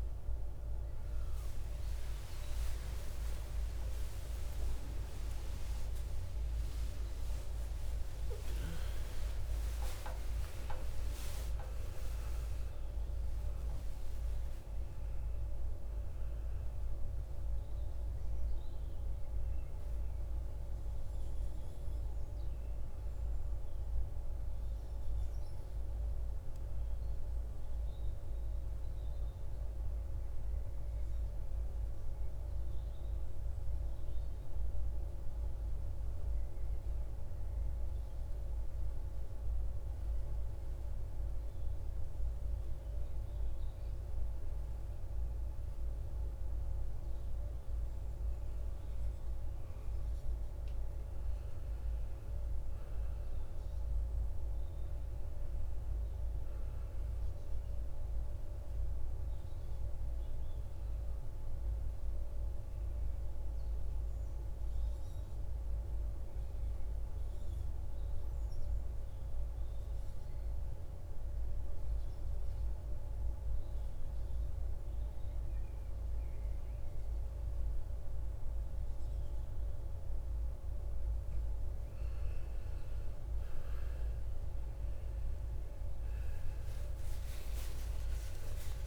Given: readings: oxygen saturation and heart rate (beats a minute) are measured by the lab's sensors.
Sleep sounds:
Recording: a person partly awake in a sleep study, hard to hear, by a room microphone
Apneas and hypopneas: 2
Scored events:
0.00-6.50 s: oxygen desaturation (device-marked, oxygen 94% lowest, heart rate 55 extreme)
17.50-47.50 s: new sleep stage, N1 (lightest sleep)
35.00-47.00 s: hypopnea (oxygen 98% before, 93% lowest, heart rate 65 before, 51 extreme, up 9 after)
47.50-88.87 s: new sleep stage, N2 (light sleep)
48.50-53.50 s: arousal
63.50-80.50 s: mixed apnea (oxygen 98% before, 93% lowest, heart rate 56 before, 54 extreme, up 15 after)
83.00-88.50 s: arousal
From the record:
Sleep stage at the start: awake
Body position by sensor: on the back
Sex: male

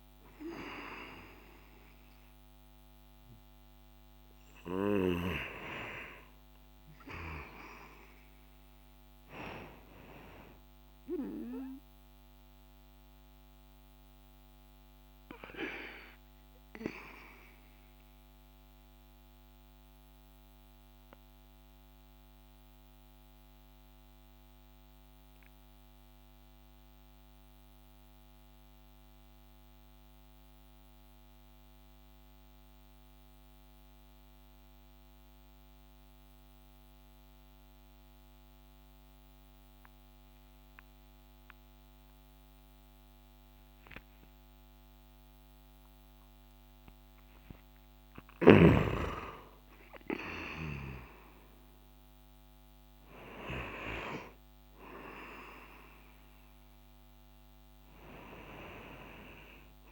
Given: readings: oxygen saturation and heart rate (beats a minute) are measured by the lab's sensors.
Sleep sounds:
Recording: breathing in sleep by a microphone on the trachea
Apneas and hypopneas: 1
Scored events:
18.00-47.00 s: mixed apnea (oxygen 95% before, 92% lowest)
48.50-53.00 s: arousal
From the record:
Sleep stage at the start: N2 (light sleep)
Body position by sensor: on the back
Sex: male

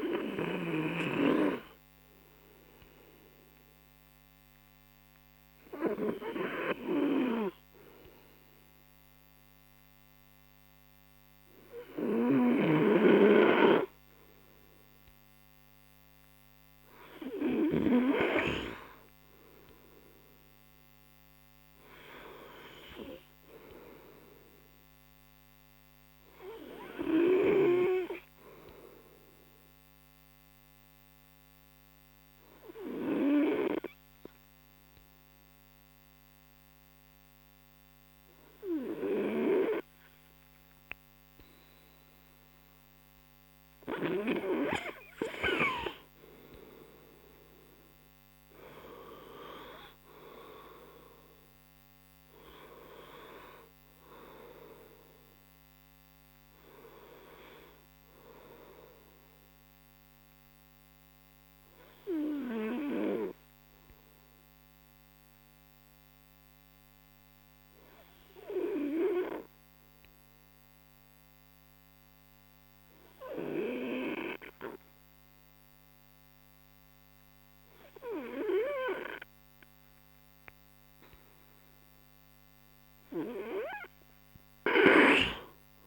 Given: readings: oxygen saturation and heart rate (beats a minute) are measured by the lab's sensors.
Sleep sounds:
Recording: breathing in sleep by a microphone on the trachea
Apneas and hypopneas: 2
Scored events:
19.00-22.50 s: arousal
26.00-45.50 s: obstructive apnea (oxygen 97% before, 93% lowest)
47.50-53.50 s: arousal
59.00-81.00 s: obstructive apnea (oxygen 96% before, 93% lowest)
From the record:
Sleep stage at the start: N2 (light sleep)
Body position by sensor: on the right side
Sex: male

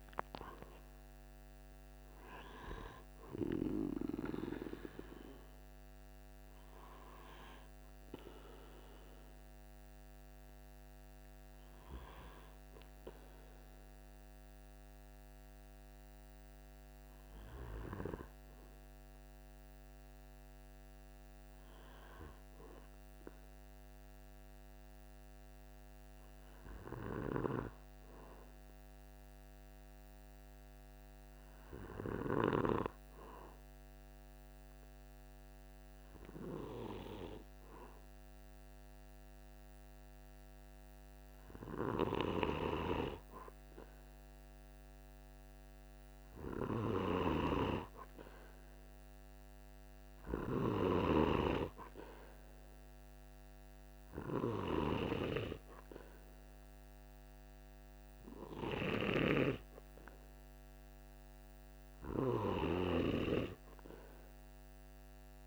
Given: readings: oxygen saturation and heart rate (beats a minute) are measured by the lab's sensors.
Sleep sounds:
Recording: breathing in sleep by a microphone on the trachea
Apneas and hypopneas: 1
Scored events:
22.50-40.00 s: hypopnea (oxygen 95% before, 94% lowest, heart rate 47 before, 46 extreme, up 0 after)
43.50-47.50 s: arousal
From the record:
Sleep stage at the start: N2 (light sleep)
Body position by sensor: on the back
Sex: male

